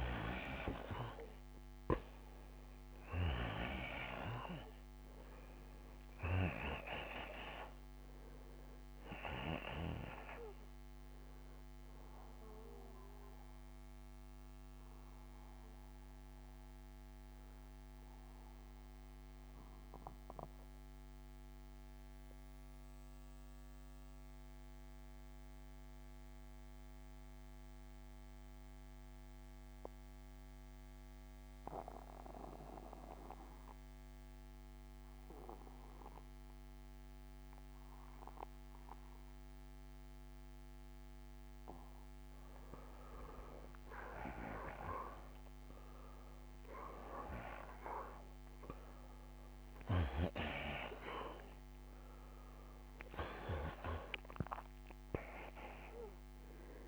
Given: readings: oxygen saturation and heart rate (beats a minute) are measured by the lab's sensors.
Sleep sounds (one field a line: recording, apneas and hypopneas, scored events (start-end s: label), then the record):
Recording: breathing in sleep by a microphone on the trachea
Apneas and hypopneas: 1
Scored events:
0.00-15.00 s: oxygen desaturation (device-marked, oxygen 87% lowest, heart rate 61 extreme)
16.50-39.50 s: mixed apnea (oxygen 95% before, 88% lowest, heart rate 74 before, 61 extreme, up 11 after)
39.00-56.88 s: oxygen desaturation (device-marked, oxygen 96% before, 88% lowest, heart rate 62 before, 60 extreme)
41.00-46.00 s: arousal
From the record:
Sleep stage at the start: N2 (light sleep)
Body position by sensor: on the back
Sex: male